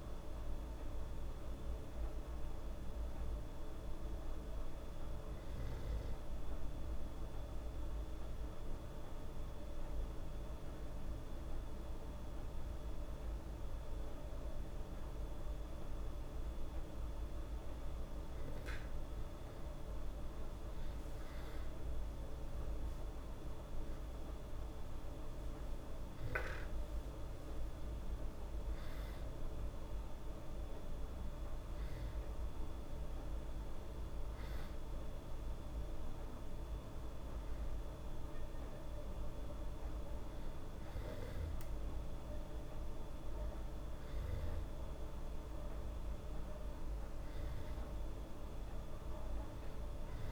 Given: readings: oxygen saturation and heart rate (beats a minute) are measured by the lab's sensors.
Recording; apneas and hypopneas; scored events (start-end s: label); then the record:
breathing in sleep, hard to hear, by a room microphone; 1
4.00-15.50 s: hypopnea (oxygen 97% before, 94% lowest, heart rate 75 before, 72 extreme, up 2 after)
21.00-26.50 s: arousal
From the record:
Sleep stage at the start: N2 (light sleep); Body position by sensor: on the back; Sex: female